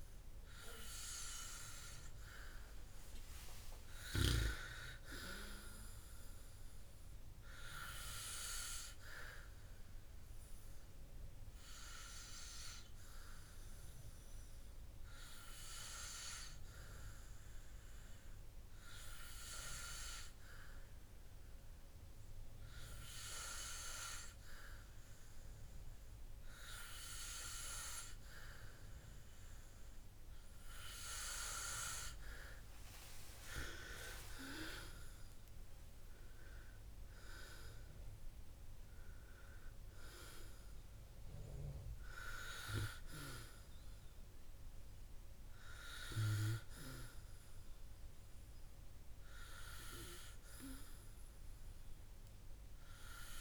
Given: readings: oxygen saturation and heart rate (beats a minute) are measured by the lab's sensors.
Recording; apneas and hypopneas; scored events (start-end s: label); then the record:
breathing in sleep by a room microphone; 1
0.00-29.00 s: oxygen desaturation (device-marked, oxygen 93% lowest, heart rate 59 extreme)
9.00-29.50 s: hypopnea (heart rate 72 before, 57 extreme, up 12 after)
51.00-53.41 s: new sleep stage, awake
From the record:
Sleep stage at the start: N2 (light sleep); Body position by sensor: on the back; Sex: male